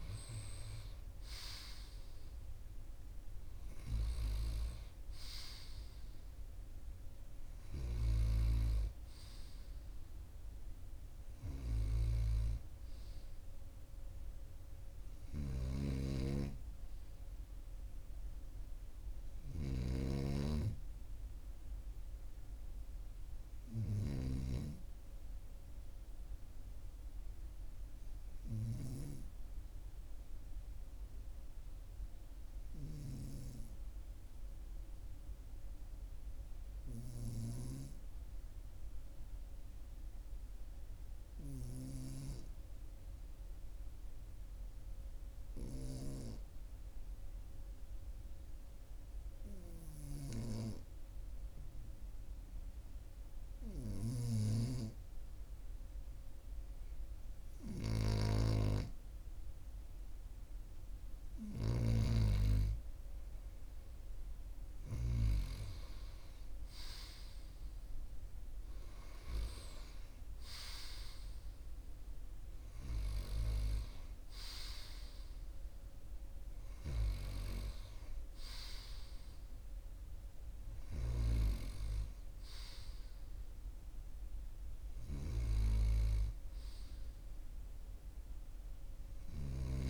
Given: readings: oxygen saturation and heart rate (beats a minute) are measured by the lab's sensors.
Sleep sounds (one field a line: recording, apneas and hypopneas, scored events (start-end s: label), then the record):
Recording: breathing in sleep by a room microphone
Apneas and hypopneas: 1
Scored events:
15.00-24.00 s: snoring (device-marked)
38.50-52.00 s: obstructive apnea (oxygen 98% before, 94% lowest, heart rate 42 before, 42 extreme, up 0 after)
54.50-57.00 s: arousal
57.00-61.50 s: snoring (device-marked)
From the record:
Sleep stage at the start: N2 (light sleep)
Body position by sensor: on the right side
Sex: male